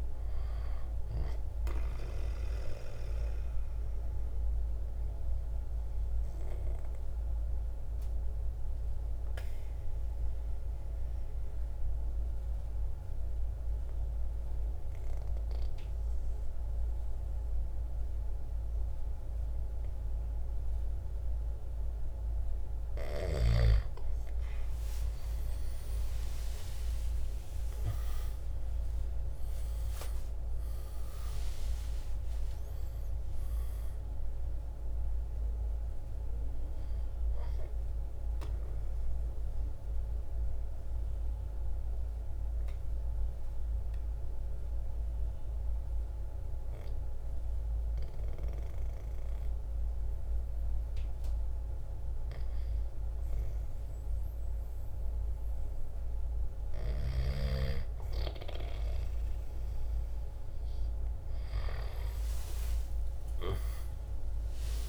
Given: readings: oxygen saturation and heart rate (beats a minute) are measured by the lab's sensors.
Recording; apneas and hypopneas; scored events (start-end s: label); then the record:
breathing in sleep by a room microphone; 2
0.00-5.50 s: drop in pulse transit time (device-marked, heart rate 57 extreme)
0.00-19.50 s: oxygen desaturation (device-marked, oxygen 88% lowest, heart rate 52 extreme)
2.00-21.50 s: obstructive apnea (oxygen 98% before, 88% lowest, heart rate 58 before, 52 extreme, up 9 after)
25.00-31.50 s: arousal
31.50-40.50 s: drop in pulse transit time (device-marked, heart rate 56 before, 54 extreme)
31.50-52.50 s: oxygen desaturation (device-marked, oxygen 98% before, 89% lowest, heart rate 56 before, 53 extreme)
37.50-57.00 s: obstructive apnea (oxygen 98% before, 88% lowest, heart rate 59 before, 52 extreme, up 5 after)
61.50-64.89 s: arousal
62.50-64.89 s: oxygen desaturation (device-marked, oxygen 98% before, 94% lowest, heart rate 56 before, 52 extreme)
From the record:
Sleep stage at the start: N2 (light sleep); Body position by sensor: on the right side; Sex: male